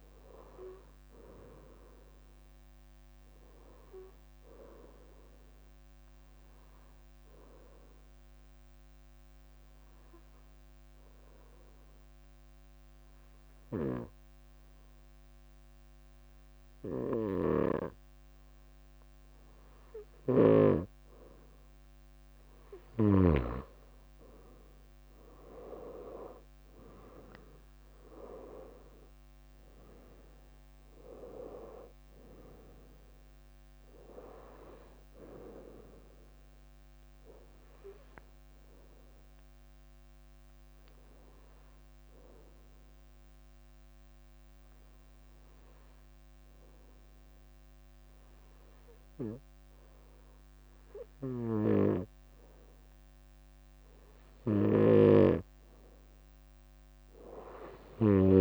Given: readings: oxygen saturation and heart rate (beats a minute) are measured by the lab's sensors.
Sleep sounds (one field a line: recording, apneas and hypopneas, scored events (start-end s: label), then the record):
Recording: breathing in sleep by a microphone on the trachea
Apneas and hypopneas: 2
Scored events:
0.00-10.50 s: bradycardia (device-marked, heart rate 53 extreme)
0.00-13.50 s: oxygen desaturation (device-marked, oxygen 94% lowest, heart rate 53 extreme)
5.50-19.50 s: obstructive apnea (oxygen 98% before, 94% lowest, heart rate 65 before, 57 extreme, up 8 after)
25.00-28.50 s: arousal
29.50-50.50 s: oxygen desaturation (device-marked, oxygen 98% before, 94% lowest, heart rate 63 before, 54 extreme)
34.50-47.50 s: bradycardia (device-marked, heart rate 64 before, 54 extreme)
39.50-54.00 s: obstructive apnea (oxygen 99% before, 94% lowest, heart rate 65 before, 54 extreme, up 13 after)
48.00-55.50 s: leg movement (device-marked)
54.00-58.41 s: snoring (device-marked)
56.50-58.41 s: arousal
57.00-58.41 s: leg movement (device-marked)
From the record:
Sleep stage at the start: N2 (light sleep)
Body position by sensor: on the right side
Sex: female